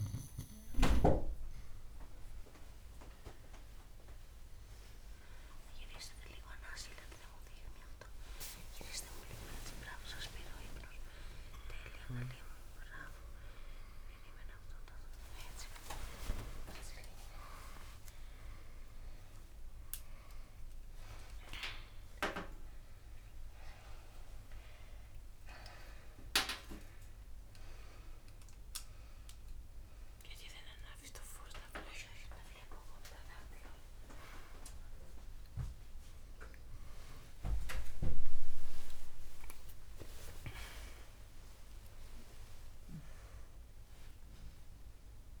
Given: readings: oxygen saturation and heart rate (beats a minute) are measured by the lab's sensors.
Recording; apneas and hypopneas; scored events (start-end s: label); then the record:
a person awake in a sleep study, by a room microphone; none
15.00-45.00 s: new sleep stage, awake
16.00-17.00 s: drop in pulse transit time (device-marked)
20.50-22.50 s: long interval between heartbeats (device-marked)
25.00-26.00 s: drop in pulse transit time (device-marked)
45.00-45.40 s: new sleep stage, N1 (lightest sleep)
From the record:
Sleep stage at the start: N2 (light sleep); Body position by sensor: on the right side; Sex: female